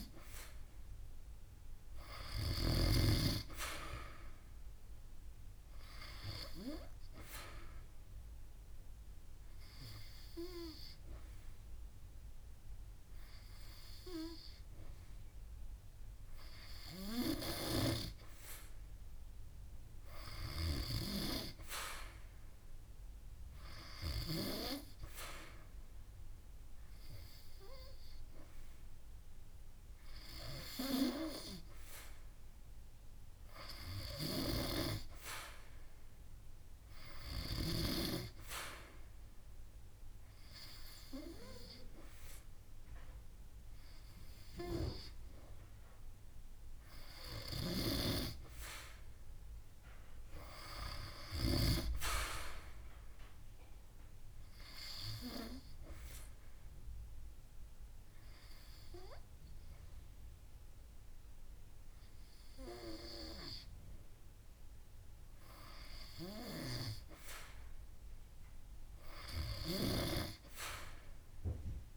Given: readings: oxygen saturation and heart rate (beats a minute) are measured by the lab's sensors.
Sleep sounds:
breathing in sleep by a room microphone; 2
5.00-7.00 s: long interval between heartbeats (device-marked)
8.00-18.50 s: obstructive apnea (oxygen 94% before, 92% lowest)
22.00-25.00 s: arousal
33.50-35.50 s: long interval between heartbeats (device-marked)
54.50-56.50 s: long interval between heartbeats (device-marked)
54.50-65.00 s: obstructive apnea (oxygen 95% before, 92% lowest)
67.00-71.50 s: arousal
67.50-69.50 s: long interval between heartbeats (device-marked)
From the record:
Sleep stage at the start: N2 (light sleep); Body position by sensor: on the back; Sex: female

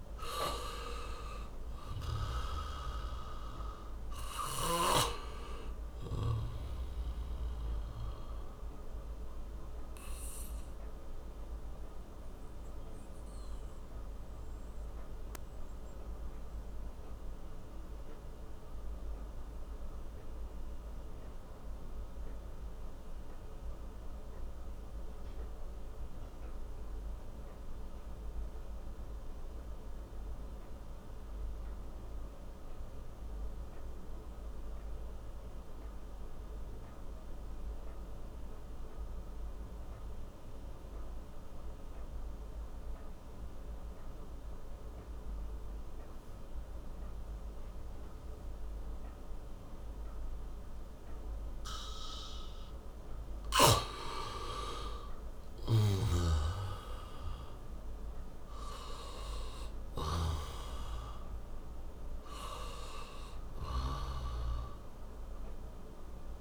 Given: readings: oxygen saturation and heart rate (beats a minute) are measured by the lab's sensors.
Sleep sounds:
breathing in sleep by a room microphone; 1
0.00-1.00 s: arousal
0.00-25.00 s: oxygen desaturation (device-marked, oxygen 88% lowest)
7.50-53.50 s: mixed apnea (oxygen 99% before, 85% lowest)
18.00-66.41 s: new sleep stage, N2 (light sleep)
44.00-66.41 s: oxygen desaturation (device-marked, oxygen 97% before, 85% lowest)
54.50-58.00 s: arousal
From the record:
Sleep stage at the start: REM sleep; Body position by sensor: on the back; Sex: male

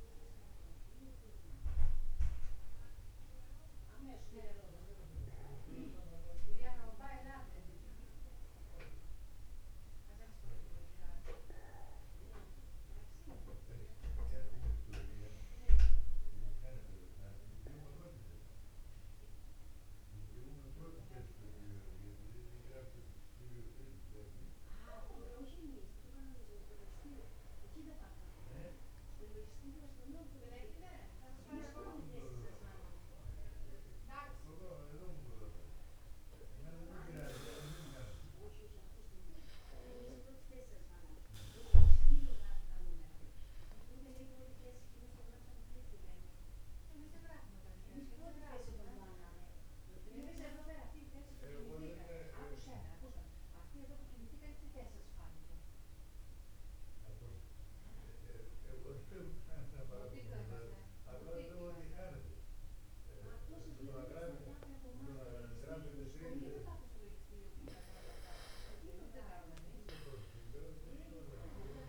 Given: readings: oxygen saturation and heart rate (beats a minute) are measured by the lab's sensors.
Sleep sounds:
breathing in sleep by a room microphone; 2
3.50-8.00 s: arousal
4.50-6.50 s: long interval between heartbeats (device-marked, heart rate 51 before, 57 extreme)
11.00-26.50 s: obstructive apnea (oxygen 98% before, 94% lowest, heart rate 53 before, 50 extreme, up 0 after)
15.00-71.89 s: new sleep stage, N2 (light sleep)
29.50-34.00 s: arousal
45.50-66.00 s: obstructive apnea (oxygen 98% before, 94% lowest, heart rate 50 before, 49 extreme, up 1 after)
70.50-71.89 s: arousal
From the record:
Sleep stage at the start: N1 (lightest sleep); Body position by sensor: upright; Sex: male

